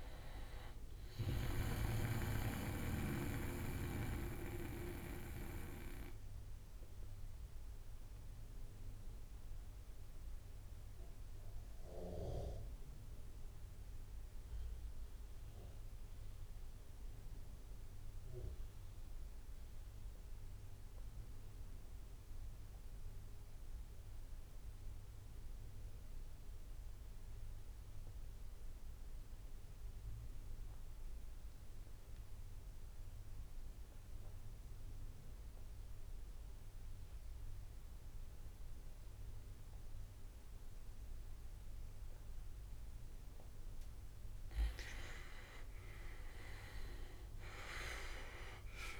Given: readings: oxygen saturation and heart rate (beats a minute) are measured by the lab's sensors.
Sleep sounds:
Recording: breathing in sleep by a room microphone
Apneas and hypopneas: 1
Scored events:
0.00-13.00 s: oxygen desaturation (device-marked, oxygen 87% lowest)
4.00-42.50 s: mixed apnea (oxygen 96% before, 87% lowest)
37.00-49.00 s: oxygen desaturation (device-marked, oxygen 98% before, 88% lowest)
44.50-47.50 s: arousal
From the record:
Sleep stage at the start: N2 (light sleep)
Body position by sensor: on the right side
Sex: male

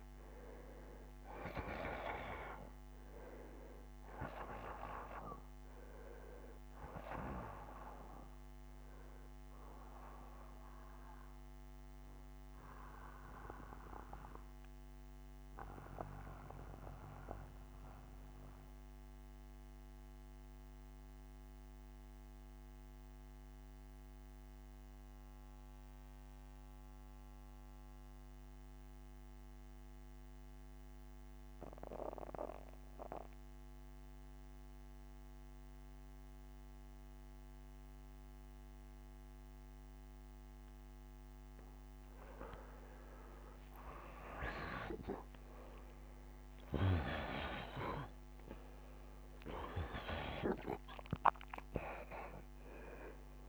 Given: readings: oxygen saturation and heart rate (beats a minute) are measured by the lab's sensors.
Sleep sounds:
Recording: breathing in sleep by a microphone on the trachea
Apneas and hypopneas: 1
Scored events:
0.00-13.00 s: oxygen desaturation (device-marked, oxygen 85% lowest, heart rate 65 extreme)
12.00-39.50 s: mixed apnea (oxygen 96% before, 85% lowest, heart rate 72 before, 65 extreme, up 6 after)
40.00-53.49 s: oxygen desaturation (device-marked, oxygen 96% before, 85% lowest, heart rate 68 before, 65 extreme)
42.00-46.50 s: arousal
From the record:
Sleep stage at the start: N2 (light sleep)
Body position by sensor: on the back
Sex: male

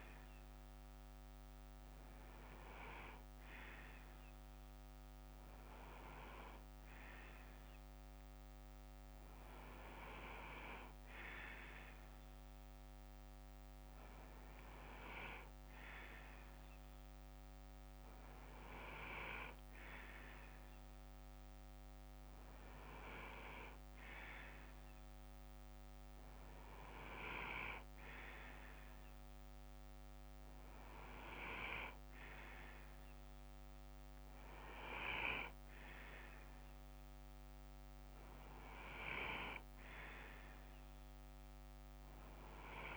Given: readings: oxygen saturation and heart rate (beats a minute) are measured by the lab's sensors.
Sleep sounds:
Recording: breathing in sleep by a microphone on the trachea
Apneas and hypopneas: none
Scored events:
0.00-17.00 s: bradycardia (device-marked, heart rate 58 extreme)
23.00-25.00 s: bradycardia (device-marked, heart rate 60 before, 60 extreme)
From the record:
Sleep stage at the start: N2 (light sleep)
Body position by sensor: on the left side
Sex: male

